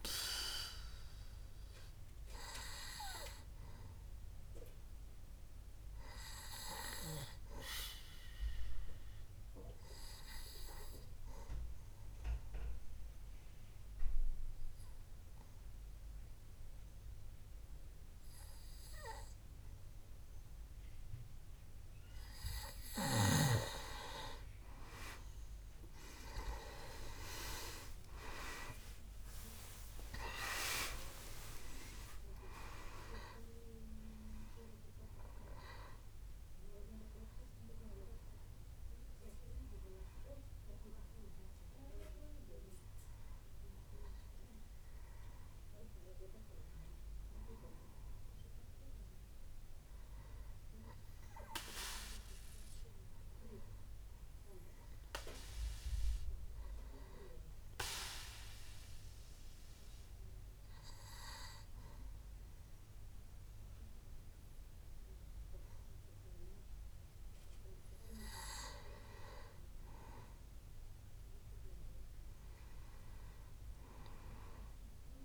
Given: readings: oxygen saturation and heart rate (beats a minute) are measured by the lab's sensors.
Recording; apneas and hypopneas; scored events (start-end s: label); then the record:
breathing in sleep by a room microphone; 2
6.50-22.00 s: obstructive apnea (oxygen 98% before, 89% lowest, heart rate 67 before, 63 extreme, up 9 after)
26.50-32.00 s: arousal
27.50-53.50 s: oxygen desaturation (device-marked, oxygen 97% before, 89% lowest, heart rate 66 before, 61 extreme)
52.50-55.00 s: arousal
57.50-67.50 s: obstructive apnea (oxygen 99% before, 95% lowest, heart rate 72 before, 61 extreme, up 6 after)
69.00-73.00 s: arousal
From the record:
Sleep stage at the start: N2 (light sleep); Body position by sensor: on the back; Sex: male